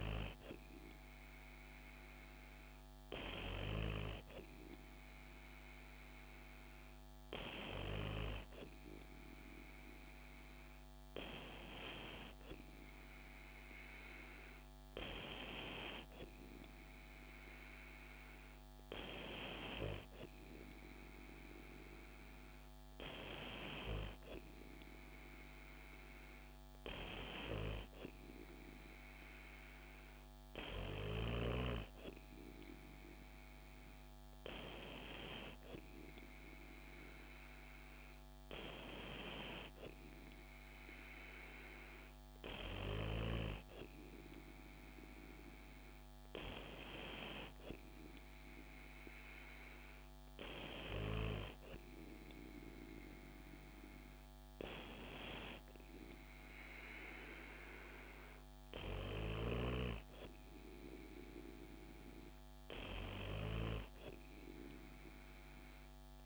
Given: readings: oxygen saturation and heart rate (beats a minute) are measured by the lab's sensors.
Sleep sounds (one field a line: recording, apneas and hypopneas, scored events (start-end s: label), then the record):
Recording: breathing in sleep by a microphone on the trachea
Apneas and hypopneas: none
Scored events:
none scored
From the record:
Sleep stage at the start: N2 (light sleep)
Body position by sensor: on the back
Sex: female